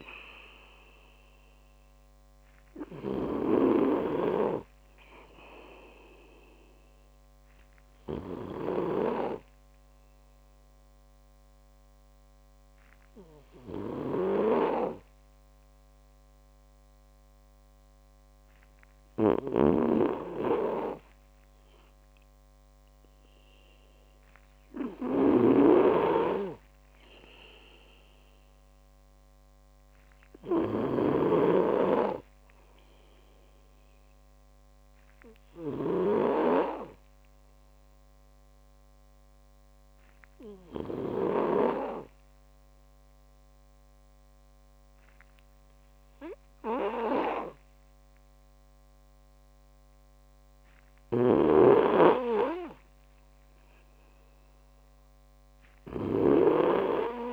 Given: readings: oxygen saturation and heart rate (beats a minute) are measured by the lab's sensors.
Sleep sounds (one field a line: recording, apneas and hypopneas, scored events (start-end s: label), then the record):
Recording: breathing in sleep by a microphone on the trachea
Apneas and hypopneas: 2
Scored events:
0.00-41.50 s: snoring (device-marked)
8.00-20.50 s: obstructive apnea (oxygen 97% before, 94% lowest)
23.50-27.00 s: arousal
31.50-51.00 s: obstructive apnea (oxygen 98% before, 94% lowest)
51.00-57.32 s: snoring (device-marked)
From the record:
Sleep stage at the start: N2 (light sleep)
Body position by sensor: on the back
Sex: male